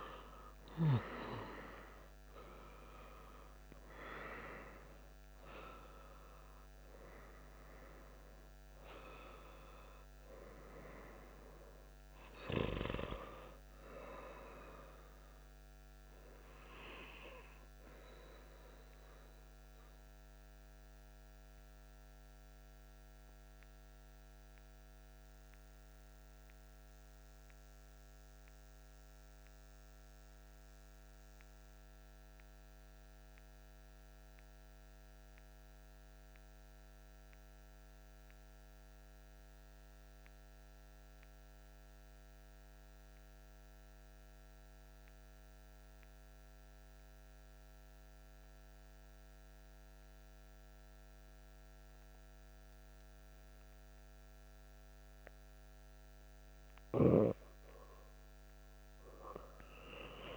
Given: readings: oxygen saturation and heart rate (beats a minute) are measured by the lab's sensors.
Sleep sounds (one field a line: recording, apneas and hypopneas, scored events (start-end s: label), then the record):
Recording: breathing in sleep by a microphone on the trachea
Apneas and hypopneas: 1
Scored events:
0.00-20.00 s: oxygen desaturation (device-marked, oxygen 88% lowest)
21.00-55.50 s: mixed apnea (oxygen 97% before, 92% lowest)
52.00-60.37 s: oxygen desaturation (device-marked, oxygen 97% before, 92% lowest)
58.50-60.37 s: arousal
From the record:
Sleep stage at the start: N2 (light sleep)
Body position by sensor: on the back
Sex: male